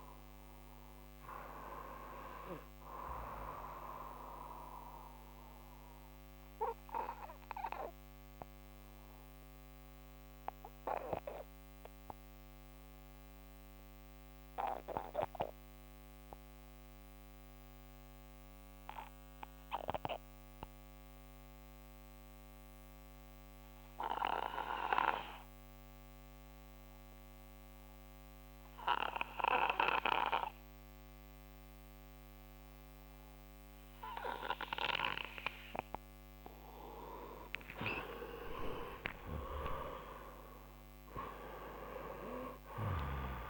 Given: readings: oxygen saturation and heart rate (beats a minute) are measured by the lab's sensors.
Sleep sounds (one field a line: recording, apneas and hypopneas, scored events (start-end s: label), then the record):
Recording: breathing in sleep by a microphone on the trachea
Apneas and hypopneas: 1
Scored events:
5.00-37.00 s: obstructive apnea (oxygen 97% before, 92% lowest)
9.00-21.00 s: oxygen desaturation (device-marked, oxygen 95% before, 92% lowest)
36.00-43.50 s: oxygen desaturation (device-marked, oxygen 98% before, 94% lowest)
38.00-42.50 s: arousal
From the record:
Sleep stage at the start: N2 (light sleep)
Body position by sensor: on the right side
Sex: male